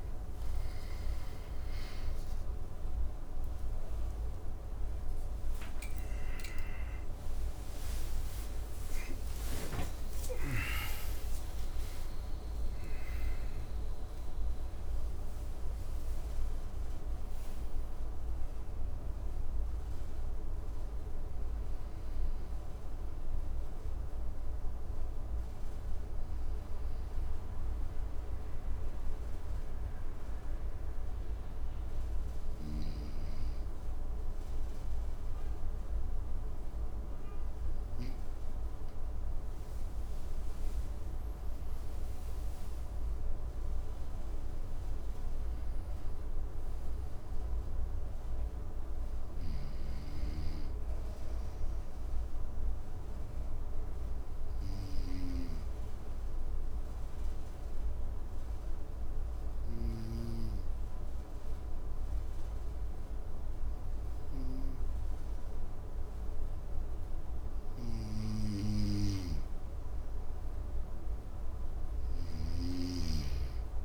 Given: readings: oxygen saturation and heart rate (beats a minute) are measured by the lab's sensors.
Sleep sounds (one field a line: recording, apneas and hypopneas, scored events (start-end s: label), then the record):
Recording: a person partly awake in a sleep study, by a room microphone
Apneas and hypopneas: 2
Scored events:
0.00-17.50 s: oxygen desaturation (device-marked, oxygen 93% lowest, heart rate 54 extreme)
21.50-73.85 s: new sleep stage, N2 (light sleep)
25.00-38.00 s: hypopnea (oxygen 97% before, 93% lowest, heart rate 97 before, 54 extreme, up 6 after)
41.50-45.00 s: arousal
44.50-65.50 s: oxygen desaturation (device-marked, oxygen 100% before, 96% lowest, heart rate 59 before, 54 extreme)
48.50-54.50 s: snoring (device-marked)
54.00-69.50 s: obstructive apnea (oxygen 100% before, 93% lowest, heart rate 58 before, 54 extreme, up 8 after)
68.00-72.00 s: snoring (device-marked)
72.50-73.85 s: arousal
From the record:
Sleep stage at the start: awake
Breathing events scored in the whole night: 351 in 5.6 hours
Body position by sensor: on the right side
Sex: male